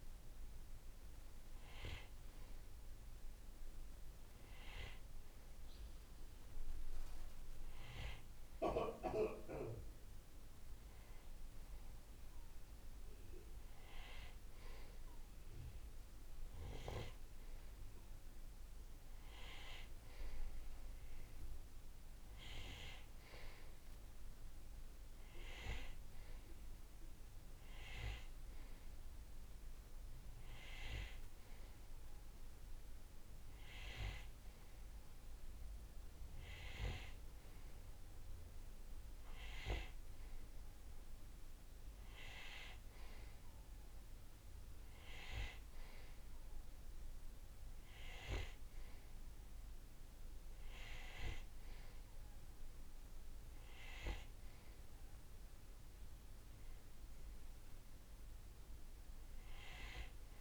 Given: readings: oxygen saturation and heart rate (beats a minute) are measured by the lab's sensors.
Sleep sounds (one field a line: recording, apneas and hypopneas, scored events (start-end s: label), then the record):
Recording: breathing in sleep by a room microphone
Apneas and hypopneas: none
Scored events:
none scored
From the record:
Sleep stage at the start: N2 (light sleep)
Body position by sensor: on the right side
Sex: male